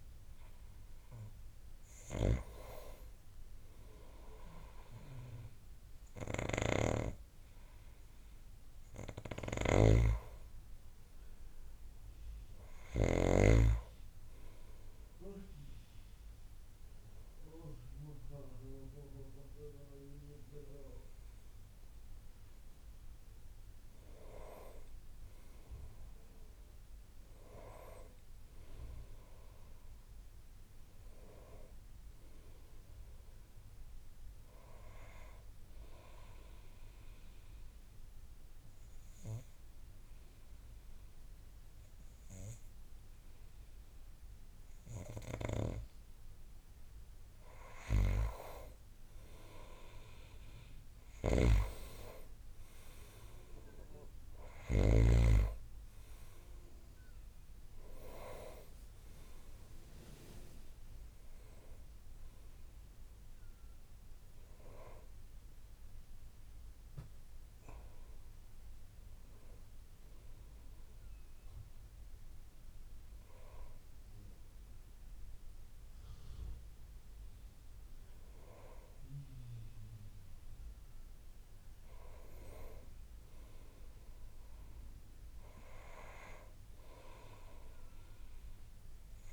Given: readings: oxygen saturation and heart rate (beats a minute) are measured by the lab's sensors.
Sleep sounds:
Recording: breathing in sleep by a room microphone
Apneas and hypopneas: 2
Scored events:
0.00-2.50 s: oxygen desaturation (device-marked, oxygen 88% lowest, heart rate 56 extreme)
9.00-13.00 s: snoring (device-marked)
20.00-24.50 s: arousal
36.00-46.00 s: obstructive apnea (oxygen 99% before, 91% lowest, heart rate 63 before, 59 extreme, up 7 after)
49.50-54.00 s: arousal
51.00-55.00 s: snoring (device-marked)
55.50-67.50 s: oxygen desaturation (device-marked, oxygen 96% before, 91% lowest, heart rate 62 before, 60 extreme)
69.00-80.50 s: hypopnea (oxygen 96% before, 93% lowest, heart rate 67 before, 60 extreme, up 9 after)
79.50-89.33 s: new sleep stage, N1 (lightest sleep)
82.50-86.00 s: arousal
From the record:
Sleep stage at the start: N2 (light sleep)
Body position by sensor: on the back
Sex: male

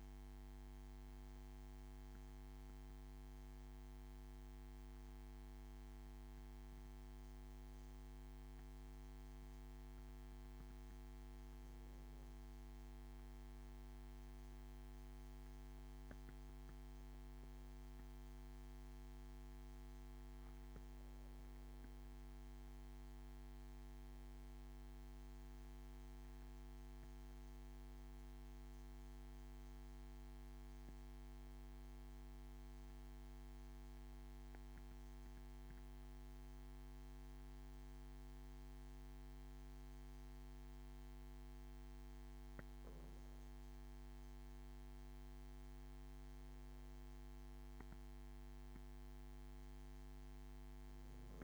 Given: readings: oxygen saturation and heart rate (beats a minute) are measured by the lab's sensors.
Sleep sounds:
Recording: a person partly awake in a sleep study, hard to hear, by a microphone on the trachea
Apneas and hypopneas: 2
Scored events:
11.00-51.44 s: new sleep stage, N2 (light sleep)
12.00-22.00 s: hypopnea (oxygen 98% before, 95% lowest)
25.50-29.50 s: arousal
35.00-46.50 s: hypopnea (oxygen 98% before, 94% lowest)
50.00-51.44 s: arousal
From the record:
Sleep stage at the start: awake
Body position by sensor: on the back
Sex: male

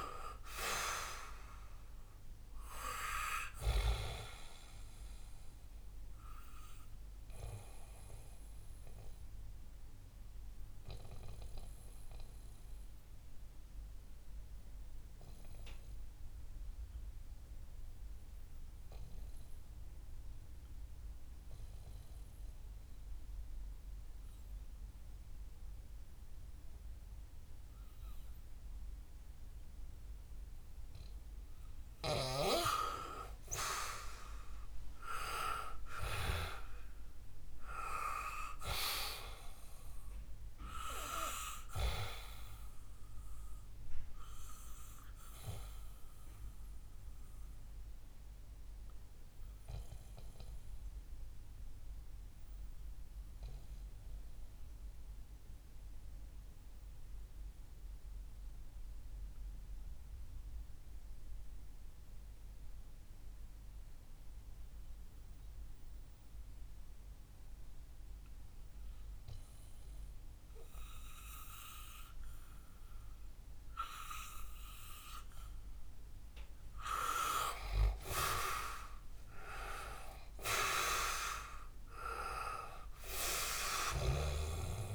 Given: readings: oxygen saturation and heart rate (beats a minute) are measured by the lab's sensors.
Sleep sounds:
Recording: breathing in sleep by a room microphone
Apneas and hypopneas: 2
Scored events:
0.00-23.50 s: oxygen desaturation (device-marked, oxygen 88% lowest, heart rate 58 extreme)
7.00-31.50 s: obstructive apnea (oxygen 98% before, 88% lowest, heart rate 65 before, 58 extreme, up 7 after)
34.00-36.50 s: arousal
38.50-61.50 s: oxygen desaturation (device-marked, oxygen 98% before, 90% lowest, heart rate 63 before, 60 extreme)
44.50-76.50 s: obstructive apnea (oxygen 98% before, 88% lowest, heart rate 64 before, 58 extreme, up 10 after)
77.50-84.95 s: oxygen desaturation (device-marked, oxygen 97% before, 88% lowest, heart rate 63 before, 58 extreme)
79.50-83.00 s: arousal
From the record:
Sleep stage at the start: N2 (light sleep)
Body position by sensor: on the back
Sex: male

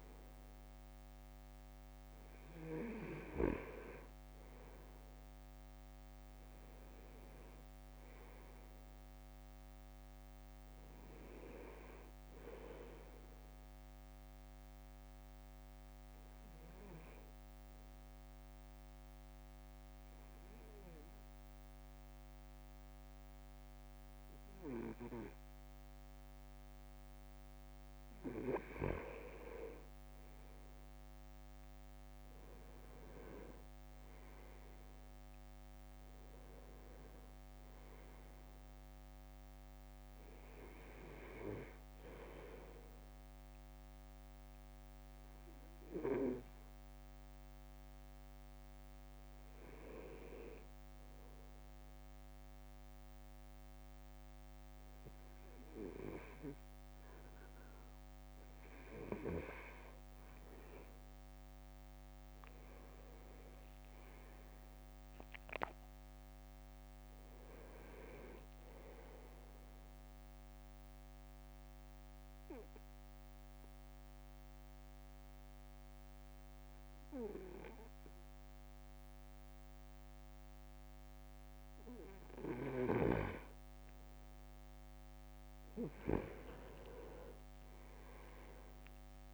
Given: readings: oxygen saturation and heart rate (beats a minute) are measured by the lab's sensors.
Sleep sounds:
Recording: breathing in sleep by a microphone on the trachea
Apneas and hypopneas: 3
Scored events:
4.00-6.00 s: leg movement (device-marked)
4.50-9.00 s: arousal
7.50-8.50 s: leg movement (device-marked)
15.00-28.00 s: obstructive apnea (oxygen 97% before, 96% lowest, heart rate 57 before, 53 extreme, up 4 after)
31.00-35.50 s: arousal
35.50-37.00 s: leg movement (device-marked)
40.00-50.00 s: obstructive apnea (oxygen 97% before, 96% lowest, heart rate 55 before, 53 extreme, up 4 after)
51.50-55.00 s: arousal
63.50-65.00 s: leg movement (device-marked)
71.50-82.50 s: obstructive apnea (oxygen 98% before, 96% lowest, heart rate 58 before, 53 extreme, up 6 after)
86.50-89.34 s: arousal
87.50-89.34 s: drop in pulse transit time (device-marked, heart rate 55 before, 55 extreme)
From the record:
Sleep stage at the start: N2 (light sleep)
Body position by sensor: on the right side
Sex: male

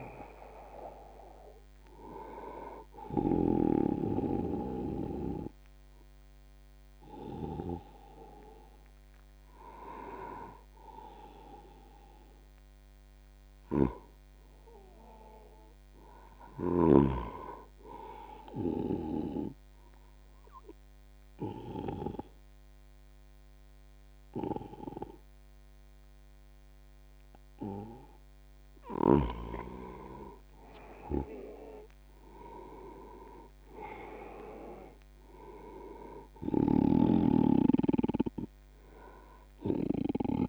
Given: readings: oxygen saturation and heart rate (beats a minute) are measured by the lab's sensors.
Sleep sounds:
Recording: breathing in sleep by a microphone on the trachea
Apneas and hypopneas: 1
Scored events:
0.00-9.50 s: oxygen desaturation (device-marked, oxygen 87% lowest, heart rate 75 extreme)
12.00-16.00 s: arousal
18.50-28.50 s: obstructive apnea (oxygen 99% before, 89% lowest, heart rate 85 before, 79 extreme, up 15 after)
24.50-40.49 s: oxygen desaturation (device-marked, oxygen 99% before, 91% lowest, heart rate 83 before, 79 extreme)
30.50-35.00 s: arousal
From the record:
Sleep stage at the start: N2 (light sleep)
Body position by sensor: on the back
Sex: male

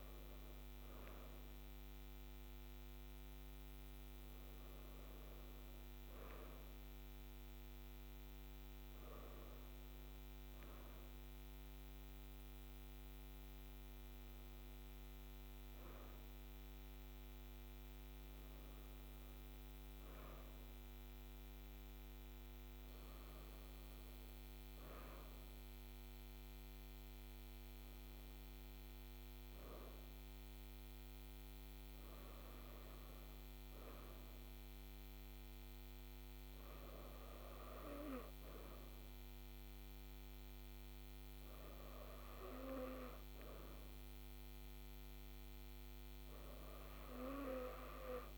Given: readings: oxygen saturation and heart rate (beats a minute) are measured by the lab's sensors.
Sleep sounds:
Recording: breathing in sleep, hard to hear, by a microphone on the trachea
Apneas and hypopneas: none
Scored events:
none scored
From the record:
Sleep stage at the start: N2 (light sleep)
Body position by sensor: on the right side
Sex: female

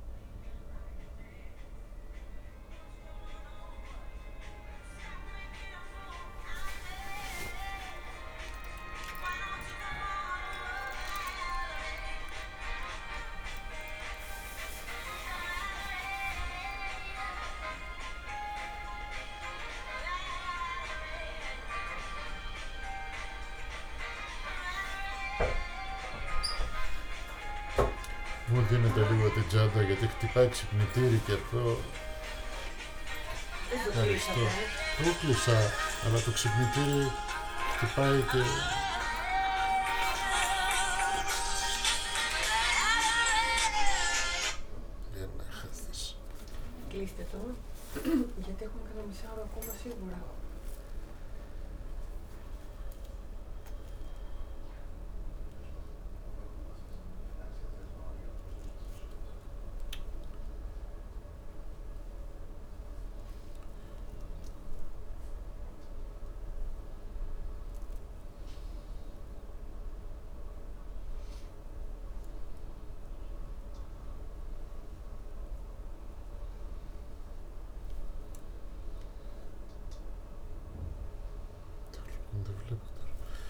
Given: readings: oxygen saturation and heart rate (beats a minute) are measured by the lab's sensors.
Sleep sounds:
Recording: a person awake in a sleep study, by a room microphone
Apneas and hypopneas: none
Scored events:
19.50-79.50 s: new sleep stage, awake
31.50-36.00 s: snoring (device-marked)
79.50-83.50 s: new sleep stage, N2 (light sleep)
From the record:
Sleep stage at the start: N2 (light sleep)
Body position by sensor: on the right side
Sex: male

